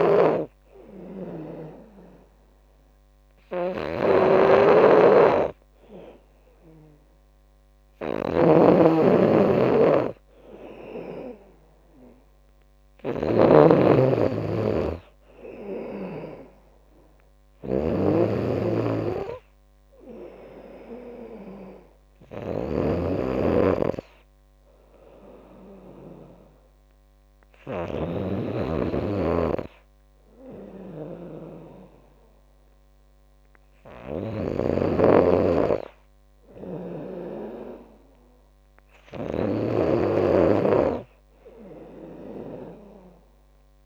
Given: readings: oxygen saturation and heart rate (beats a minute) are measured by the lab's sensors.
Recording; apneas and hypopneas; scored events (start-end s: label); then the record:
breathing in sleep by a microphone on the trachea; none
0.00-2.00 s: arousal
0.00-28.50 s: snoring (device-marked)
5.50-17.50 s: drop in pulse transit time (device-marked, heart rate 75 before, 77 extreme)
35.00-43.86 s: snoring (device-marked)
From the record:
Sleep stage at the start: N2 (light sleep); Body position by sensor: on the back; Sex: female